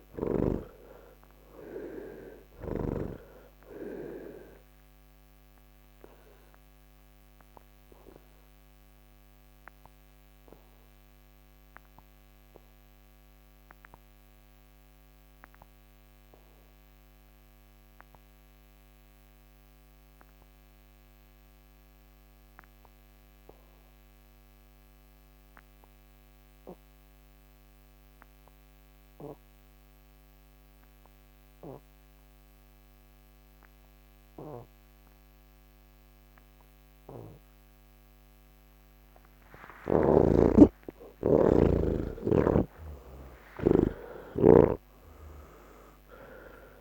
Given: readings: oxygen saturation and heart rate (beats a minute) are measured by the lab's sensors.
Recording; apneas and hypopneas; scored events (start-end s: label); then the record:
breathing in sleep by a microphone on the trachea; 1
0.00-21.50 s: oxygen desaturation (device-marked, oxygen 79% lowest, heart rate 79 extreme)
4.00-38.00 s: obstructive apnea (oxygen 98% before, 79% lowest, heart rate 111 before, 63 extreme, up 24 after)
24.50-46.81 s: new sleep stage, N3 (deep sleep)
33.50-46.81 s: oxygen desaturation (device-marked, oxygen 98% before, 79% lowest)
From the record:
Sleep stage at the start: N1 (lightest sleep); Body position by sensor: on the back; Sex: male